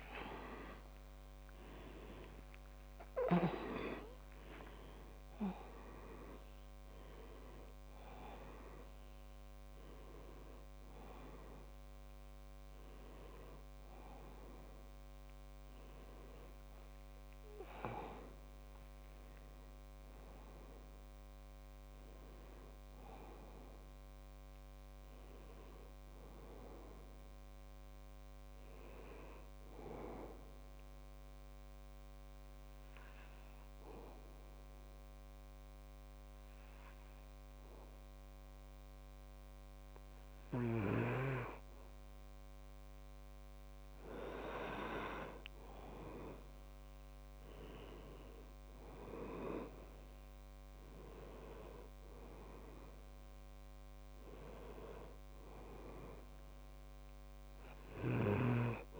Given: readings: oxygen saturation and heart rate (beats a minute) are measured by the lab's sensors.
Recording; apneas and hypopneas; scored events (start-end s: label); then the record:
breathing in sleep by a microphone on the trachea; 1
0.00-3.50 s: arousal
0.00-29.00 s: oxygen desaturation (device-marked, oxygen 90% lowest, heart rate 65 extreme)
2.50-4.50 s: long interval between heartbeats (device-marked, heart rate 69 before, 83 extreme)
24.50-28.50 s: arousal
31.50-42.50 s: obstructive apnea (oxygen 99% before, 94% lowest, heart rate 76 before, 65 extreme, up 5 after)
46.50-50.50 s: arousal
51.00-58.99 s: oxygen desaturation (device-marked, oxygen 98% before, 95% lowest, heart rate 69 before, 67 extreme)
From the record:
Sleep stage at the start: N2 (light sleep); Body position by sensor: on the back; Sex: male